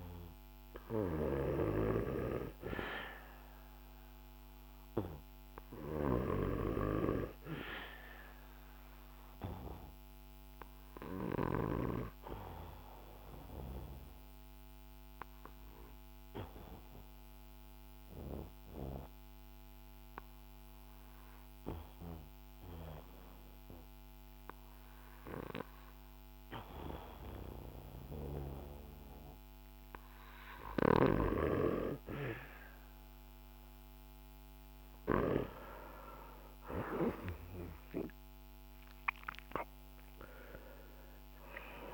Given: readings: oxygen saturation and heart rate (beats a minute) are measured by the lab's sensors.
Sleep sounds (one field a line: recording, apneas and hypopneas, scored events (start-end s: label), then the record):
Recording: breathing in sleep by a microphone on the trachea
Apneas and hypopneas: 1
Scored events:
2.50-27.50 s: oxygen desaturation (device-marked, oxygen 96% before, 90% lowest, heart rate 55 before, 49 extreme)
12.50-30.50 s: obstructive apnea (oxygen 97% before, 90% lowest, heart rate 56 before, 49 extreme, up 9 after)
35.50-40.00 s: arousal
From the record:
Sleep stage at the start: N2 (light sleep)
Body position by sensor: on the back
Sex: male